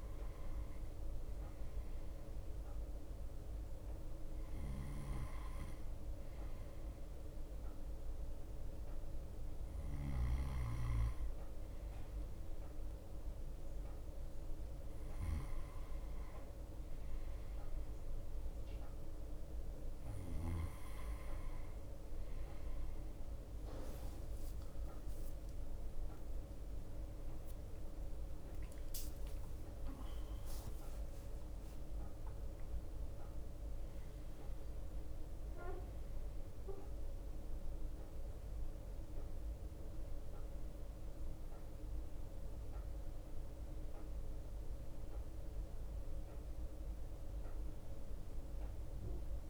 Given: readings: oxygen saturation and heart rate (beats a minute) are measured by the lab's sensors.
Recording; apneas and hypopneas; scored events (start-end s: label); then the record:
breathing in sleep, hard to hear, by a room microphone; none
0.00-2.50 s: drop in pulse transit time (device-marked)
0.00-30.50 s: bradycardia (device-marked)
10.50-21.00 s: snoring (device-marked)
13.00-15.00 s: long interval between heartbeats (device-marked)
20.00-22.00 s: long interval between heartbeats (device-marked)
25.50-27.50 s: long interval between heartbeats (device-marked, heart rate 33 before, 26 extreme)
25.50-30.50 s: arousal
32.50-42.50 s: drop in pulse transit time (device-marked, heart rate 37 before, 56 extreme)
34.50-49.50 s: bradycardia (device-marked)
35.00-37.00 s: long interval between heartbeats (device-marked, heart rate 40 before, 70 extreme)
42.50-44.50 s: long interval between heartbeats (device-marked, heart rate 49 before, 57 extreme)
45.50-49.50 s: drop in pulse transit time (device-marked)
From the record:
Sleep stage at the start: N2 (light sleep); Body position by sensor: on the right side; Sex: male